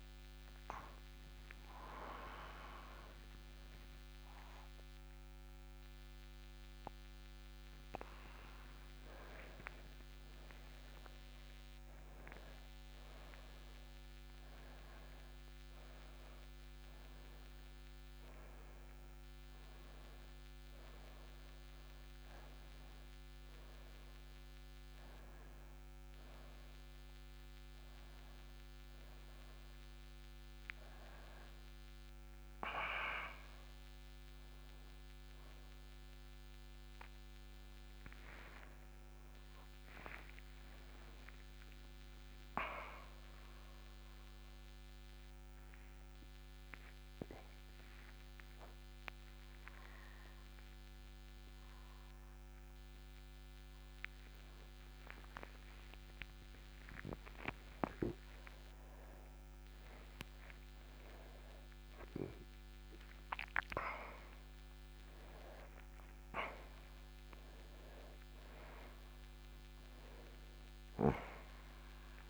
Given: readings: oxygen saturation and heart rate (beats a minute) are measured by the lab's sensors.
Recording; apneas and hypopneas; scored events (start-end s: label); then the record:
a person awake in a sleep study, by a microphone on the trachea; none
19.50-26.50 s: oxygen desaturation (device-marked, oxygen 97% before, 94% lowest, heart rate 93 before, 59 extreme)
From the record:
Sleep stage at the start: awake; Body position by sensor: upright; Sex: male